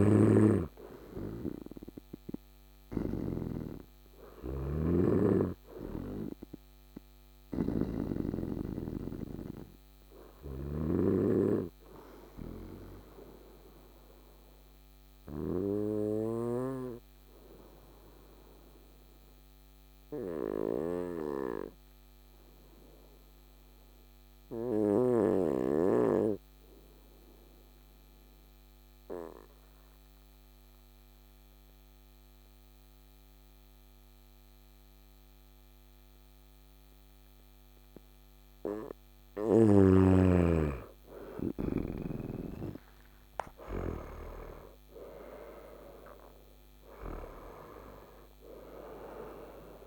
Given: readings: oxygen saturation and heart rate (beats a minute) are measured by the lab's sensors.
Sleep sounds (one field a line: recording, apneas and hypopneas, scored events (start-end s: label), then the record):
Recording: breathing in sleep by a microphone on the trachea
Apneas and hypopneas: 1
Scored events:
0.00-10.50 s: snoring (device-marked)
0.00-19.00 s: oxygen desaturation (device-marked, oxygen 92% lowest, heart rate 55 extreme)
14.00-37.00 s: obstructive apnea (oxygen 97% before, 92% lowest, heart rate 61 before, 55 extreme, up 11 after)
39.00-43.50 s: snoring (device-marked)
40.50-46.50 s: arousal
From the record:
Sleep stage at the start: N2 (light sleep)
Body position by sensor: on the right side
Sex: male